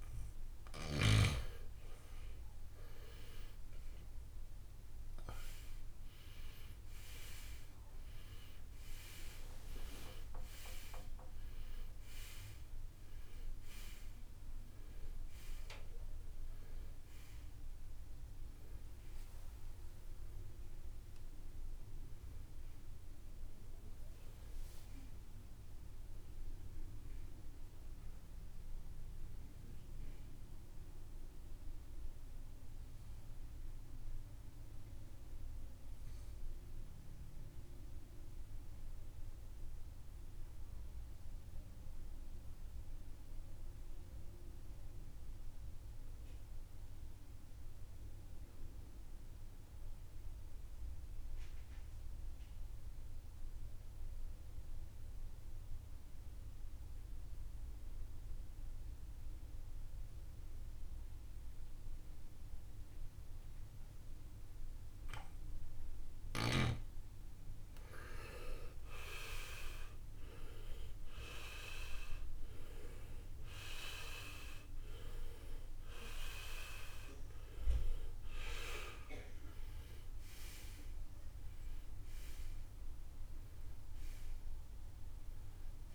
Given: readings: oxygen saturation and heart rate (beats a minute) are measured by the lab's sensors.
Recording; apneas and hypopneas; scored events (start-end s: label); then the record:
breathing in sleep by a room microphone; 1
1.50-7.50 s: arousal
2.00-47.00 s: oxygen desaturation (device-marked, oxygen 97% before, 79% lowest, heart rate 58 before, 55 extreme)
30.00-85.95 s: new sleep stage, N2 (light sleep)
35.00-67.00 s: mixed apnea (oxygen 94% before, 79% lowest, heart rate 80 before, 55 extreme, up 16 after)
68.50-73.50 s: arousal
69.00-85.95 s: oxygen desaturation (device-marked, oxygen 96% before, 79% lowest, heart rate 62 before, 55 extreme)
From the record:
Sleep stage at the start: N1 (lightest sleep); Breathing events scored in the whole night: 201 in 3.8 hours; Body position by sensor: on the right side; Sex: male